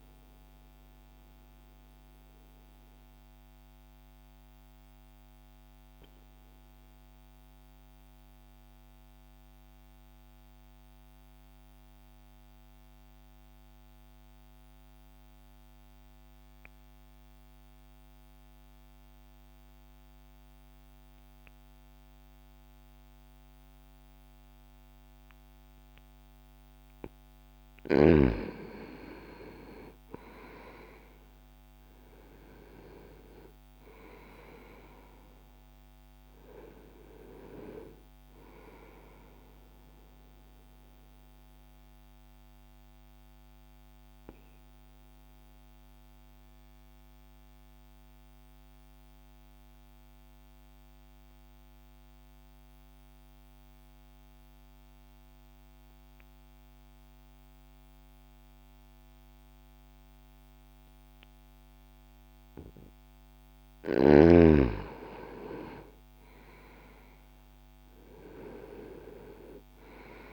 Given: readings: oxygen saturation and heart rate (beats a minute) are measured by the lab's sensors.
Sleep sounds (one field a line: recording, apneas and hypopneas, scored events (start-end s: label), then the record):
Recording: breathing in sleep by a microphone on the trachea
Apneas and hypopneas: 2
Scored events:
0.00-18.00 s: oxygen desaturation (device-marked, oxygen 78% lowest, heart rate 59 extreme)
1.00-25.50 s: obstructive apnea (oxygen 96% before, 78% lowest, heart rate 63 before, 60 extreme, up 4 after)
26.00-57.00 s: oxygen desaturation (device-marked, oxygen 99% before, 80% lowest, heart rate 61 before, 60 extreme)
29.00-33.50 s: arousal
41.00-63.00 s: obstructive apnea (oxygen 99% before, 80% lowest, heart rate 63 before, 60 extreme, up 3 after)
64.00-68.50 s: arousal
64.00-70.33 s: oxygen desaturation (device-marked, oxygen 98% before, 83% lowest, heart rate 62 before, 60 extreme)
From the record:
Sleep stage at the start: N2 (light sleep)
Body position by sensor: on the right side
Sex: male